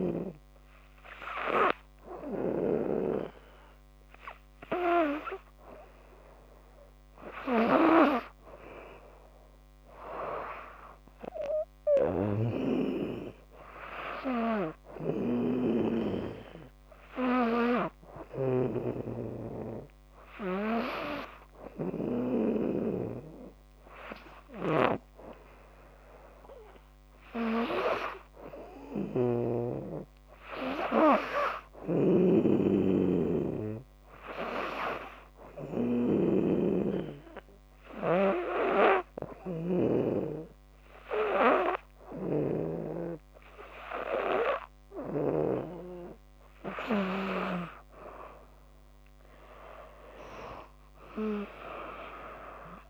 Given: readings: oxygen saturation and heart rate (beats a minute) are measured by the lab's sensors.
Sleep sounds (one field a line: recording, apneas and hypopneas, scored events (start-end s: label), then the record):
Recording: breathing in sleep by a microphone on the trachea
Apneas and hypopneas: 1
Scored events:
0.00-2.00 s: snoring (device-marked)
11.50-21.50 s: snoring (device-marked)
31.00-45.00 s: snoring (device-marked)
34.50-45.00 s: obstructive apnea (oxygen 98% before, 96% lowest, heart rate 79 before, 69 extreme, up 3 after)
48.00-51.00 s: arousal
From the record:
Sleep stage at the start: N2 (light sleep)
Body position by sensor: on the back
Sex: female